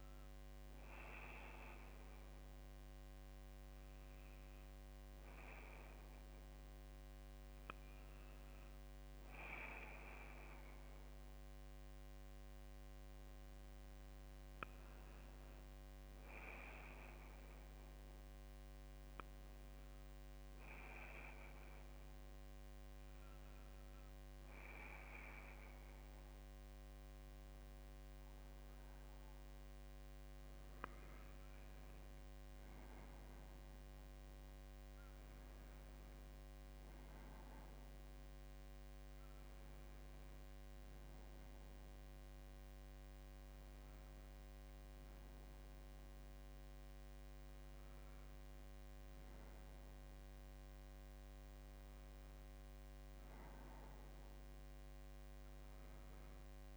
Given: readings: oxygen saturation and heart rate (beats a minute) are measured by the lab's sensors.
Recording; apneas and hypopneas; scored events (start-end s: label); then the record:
breathing in sleep by a microphone on the trachea; none
none scored
From the record:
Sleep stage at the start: N1 (lightest sleep); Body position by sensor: on the back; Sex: female